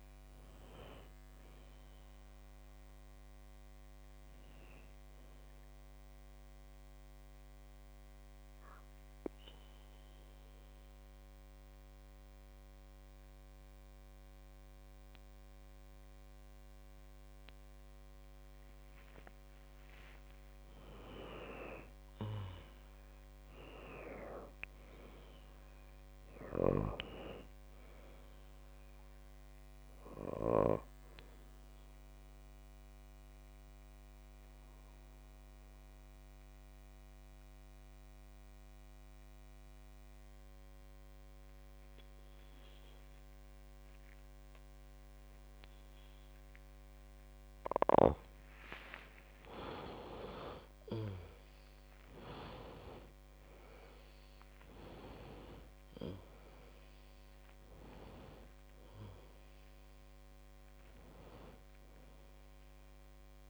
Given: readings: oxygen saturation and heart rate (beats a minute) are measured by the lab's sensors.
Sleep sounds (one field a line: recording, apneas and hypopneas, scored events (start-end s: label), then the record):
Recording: breathing in sleep by a microphone on the trachea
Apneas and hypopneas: 2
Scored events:
0.00-15.00 s: oxygen desaturation (device-marked, oxygen 91% lowest, heart rate 51 extreme)
7.50-20.50 s: obstructive apnea (oxygen 96% before, 91% lowest, heart rate 62 before, 50 extreme, up 37 after)
22.00-25.50 s: arousal
27.50-32.00 s: snoring (device-marked)
28.00-46.00 s: oxygen desaturation (device-marked, oxygen 98% before, 93% lowest, heart rate 63 before, 50 extreme)
32.50-48.00 s: obstructive apnea (oxygen 98% before, 91% lowest, heart rate 65 before, 49 extreme, up 23 after)
49.50-54.00 s: arousal
54.00-63.50 s: oxygen desaturation (device-marked, oxygen 97% before, 91% lowest, heart rate 61 before, 49 extreme)
From the record:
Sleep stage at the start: N2 (light sleep)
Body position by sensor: on the back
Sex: female